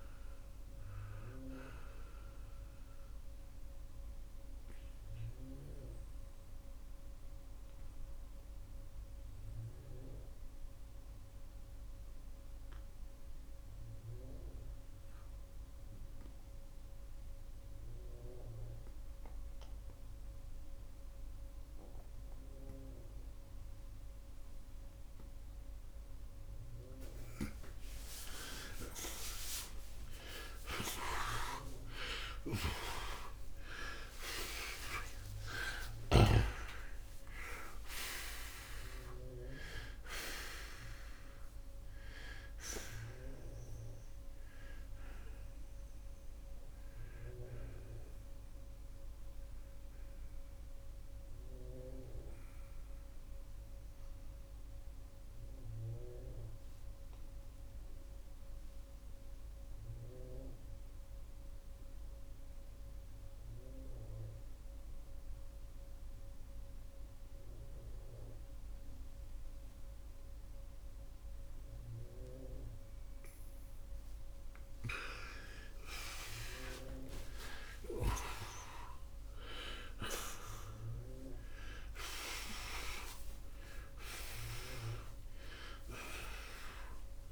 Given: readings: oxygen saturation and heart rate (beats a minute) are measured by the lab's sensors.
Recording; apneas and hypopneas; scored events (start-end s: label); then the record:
breathing in sleep by a room microphone; 2
2.00-27.50 s: obstructive apnea (oxygen 95% before, 83% lowest, heart rate 85 before, 66 extreme, up 54 after)
15.00-28.00 s: oxygen desaturation (device-marked, oxygen 93% before, 87% lowest, heart rate 78 before, 82 extreme)
24.00-84.00 s: new sleep stage, N1 (lightest sleep)
29.00-34.50 s: arousal
51.00-72.00 s: obstructive apnea (oxygen 93% before, 83% lowest, heart rate 100 before, 69 extreme, up 16 after)
59.00-80.00 s: oxygen desaturation (device-marked, oxygen 92% before, 83% lowest, heart rate 84 before, 71 extreme)
74.00-77.50 s: arousal
84.00-87.32 s: new sleep stage, N2 (light sleep)
From the record:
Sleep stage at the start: N2 (light sleep); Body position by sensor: on the right side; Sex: male